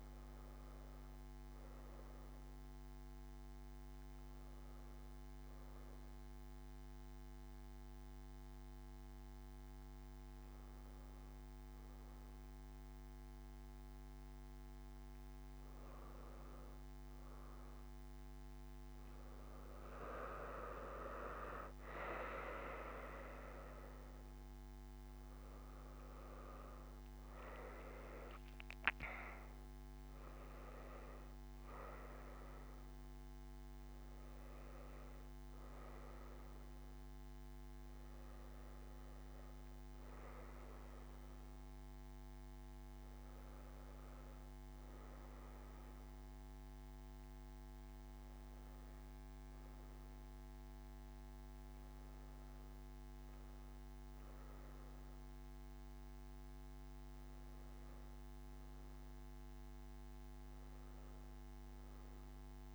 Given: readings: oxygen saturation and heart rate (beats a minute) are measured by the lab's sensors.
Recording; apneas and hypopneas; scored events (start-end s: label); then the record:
a person awake in a sleep study, by a microphone on the trachea; none
20.00-47.00 s: oxygen desaturation (device-marked, oxygen 94% before, 90% lowest)
From the record:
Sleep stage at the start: awake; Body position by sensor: on the back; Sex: female